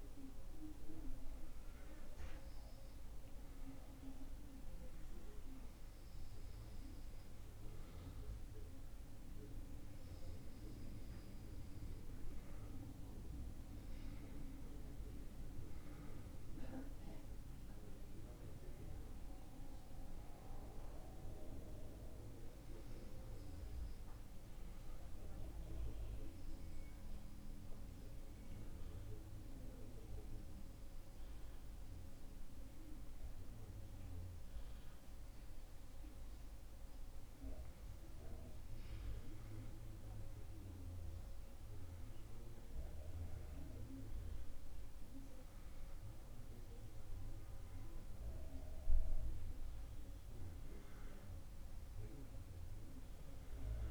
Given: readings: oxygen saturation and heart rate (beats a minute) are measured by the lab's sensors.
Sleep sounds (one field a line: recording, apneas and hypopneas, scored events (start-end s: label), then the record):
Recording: breathing in sleep by a room microphone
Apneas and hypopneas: 1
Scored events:
24.50-37.00 s: obstructive apnea (oxygen 97% before, 94% lowest, heart rate 70 before, 67 extreme, up 11 after)
38.50-42.50 s: arousal
From the record:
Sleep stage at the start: N2 (light sleep)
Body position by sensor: on the back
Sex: male